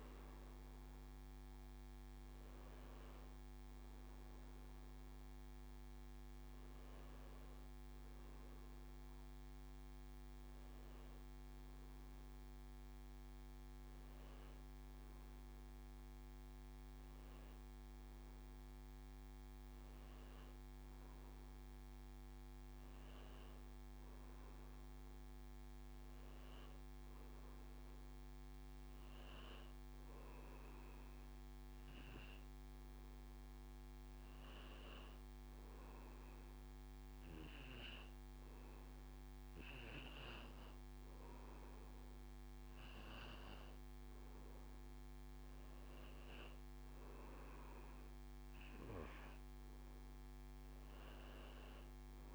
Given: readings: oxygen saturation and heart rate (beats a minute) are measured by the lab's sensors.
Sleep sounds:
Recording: breathing in sleep, hard to hear, by a microphone on the trachea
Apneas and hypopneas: 1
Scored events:
0.00-13.50 s: oxygen desaturation (device-marked, oxygen 93% lowest, heart rate 86 extreme)
22.00-25.50 s: arousal
29.50-41.00 s: hypopnea (oxygen 98% before, 94% lowest, heart rate 89 before, 83 extreme, up 0 after)
41.50-44.00 s: arousal
41.50-52.34 s: new sleep stage, N1 (lightest sleep)
From the record:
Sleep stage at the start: N2 (light sleep)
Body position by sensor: on the back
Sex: male

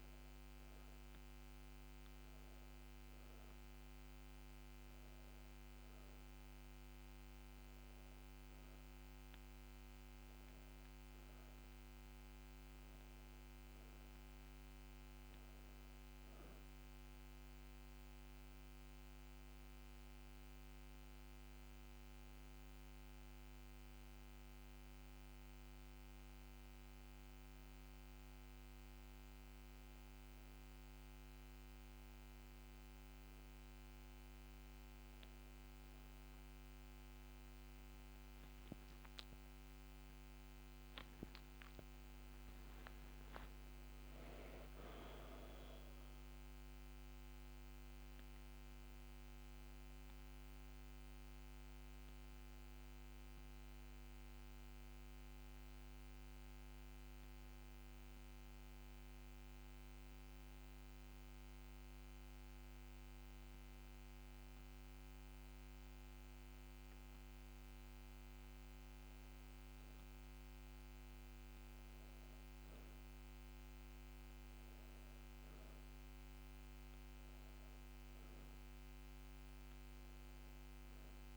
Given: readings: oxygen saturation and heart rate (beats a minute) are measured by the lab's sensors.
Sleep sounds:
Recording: breathing in sleep, hard to hear, by a microphone on the trachea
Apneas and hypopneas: 2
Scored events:
12.50-16.00 s: arousal
19.00-30.00 s: hypopnea (oxygen 96% before, 93% lowest, heart rate 104 before, 76 extreme, up 52 after)
39.00-43.50 s: arousal
48.50-66.50 s: oxygen desaturation (device-marked, oxygen 96% before, 93% lowest, heart rate 105 before, 70 extreme)
55.50-65.50 s: hypopnea (oxygen 97% before, 93% lowest, heart rate 98 before, 72 extreme, up 20 after)
62.50-81.37 s: new sleep stage, N1 (lightest sleep)
69.00-72.00 s: arousal
From the record:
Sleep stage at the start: N2 (light sleep)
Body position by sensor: on the back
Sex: female

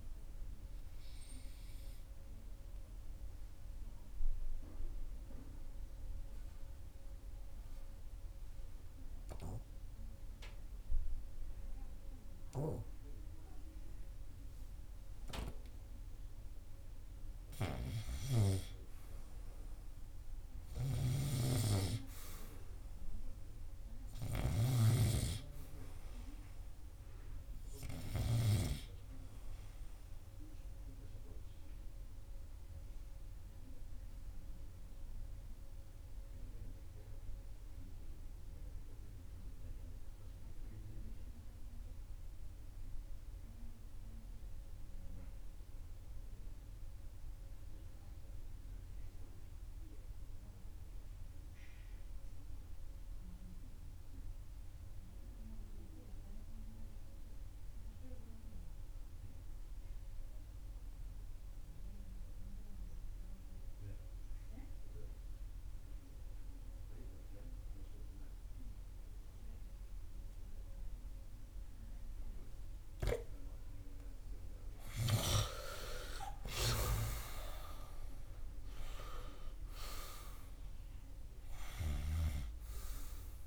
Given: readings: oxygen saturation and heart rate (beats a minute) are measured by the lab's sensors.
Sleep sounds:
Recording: breathing in sleep by a room microphone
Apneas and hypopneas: 2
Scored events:
0.50-16.00 s: obstructive apnea (oxygen 98% before, 95% lowest, heart rate 84 before, 79 extreme, up 0 after)
17.50-22.50 s: arousal
21.00-29.00 s: snoring (device-marked)
31.00-73.00 s: obstructive apnea (oxygen 100% before, 92% lowest, heart rate 83 before, 66 extreme, up 11 after)
75.50-80.00 s: arousal
82.00-83.47 s: snoring (device-marked)
From the record:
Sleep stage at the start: REM sleep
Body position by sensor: on the right side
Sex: male

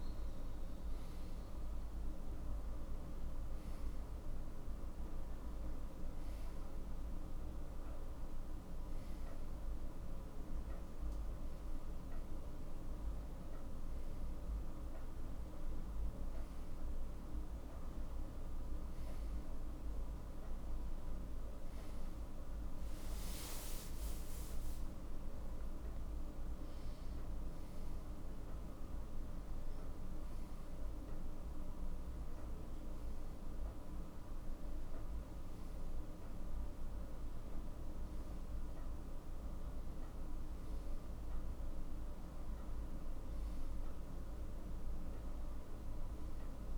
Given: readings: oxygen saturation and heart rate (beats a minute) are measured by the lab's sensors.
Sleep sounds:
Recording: breathing in sleep, hard to hear, by a room microphone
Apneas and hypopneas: none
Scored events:
21.50-25.00 s: arousal
From the record:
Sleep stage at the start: N2 (light sleep)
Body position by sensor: on the back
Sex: male

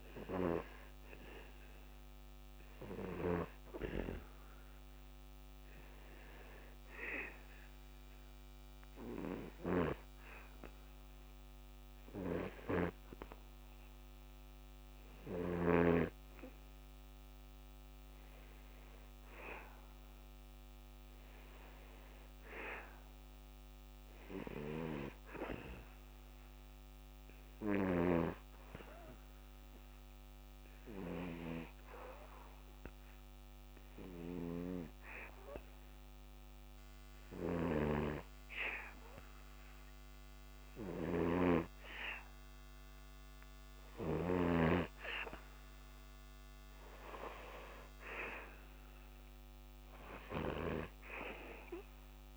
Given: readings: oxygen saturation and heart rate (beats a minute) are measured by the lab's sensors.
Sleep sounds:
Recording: breathing in sleep by a microphone on the trachea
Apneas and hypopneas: 1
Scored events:
7.00-18.00 s: oxygen desaturation (device-marked, oxygen 96% before, 91% lowest, heart rate 72 before, 73 extreme)
22.00-43.00 s: hypopnea (oxygen 96% before, 88% lowest, heart rate 75 before, 73 extreme, up 3 after)
45.50-50.00 s: arousal
From the record:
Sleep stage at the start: N2 (light sleep)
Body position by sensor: on the back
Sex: male

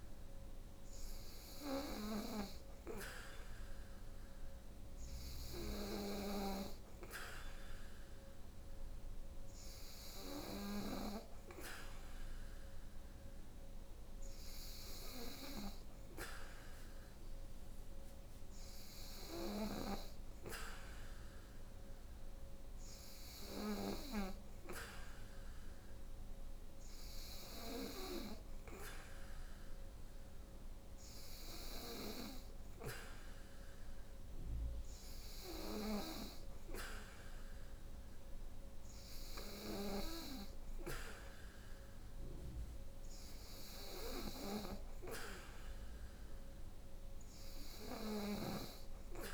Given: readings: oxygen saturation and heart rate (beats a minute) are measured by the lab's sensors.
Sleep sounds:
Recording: breathing in sleep by a room microphone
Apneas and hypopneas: none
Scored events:
none scored
From the record:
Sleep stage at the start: N3 (deep sleep)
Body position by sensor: on the back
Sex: female

